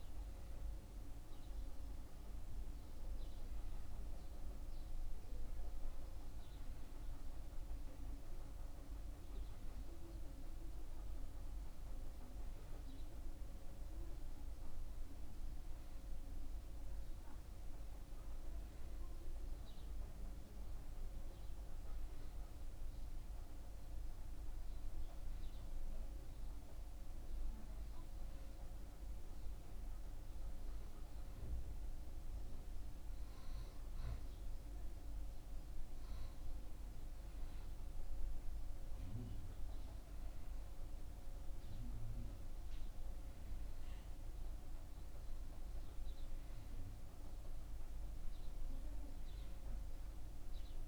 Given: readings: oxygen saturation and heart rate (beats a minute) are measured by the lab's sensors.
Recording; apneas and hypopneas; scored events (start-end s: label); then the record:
breathing in sleep, hard to hear, by a room microphone; none
none scored
From the record:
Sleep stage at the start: N1 (lightest sleep); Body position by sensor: on the back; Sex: male